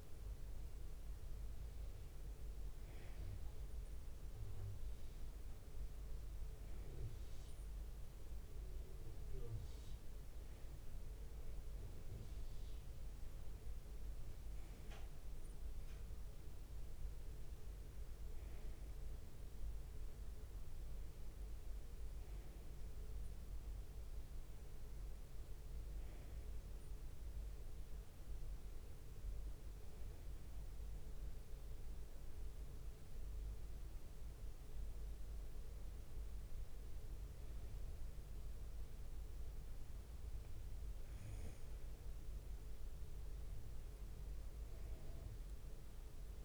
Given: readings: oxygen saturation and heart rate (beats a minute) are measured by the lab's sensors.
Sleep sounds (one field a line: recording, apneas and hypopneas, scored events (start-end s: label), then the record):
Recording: breathing in sleep, hard to hear, by a room microphone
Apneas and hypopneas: none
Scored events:
none scored
From the record:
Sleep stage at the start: N1 (lightest sleep)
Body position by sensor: on the right side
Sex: male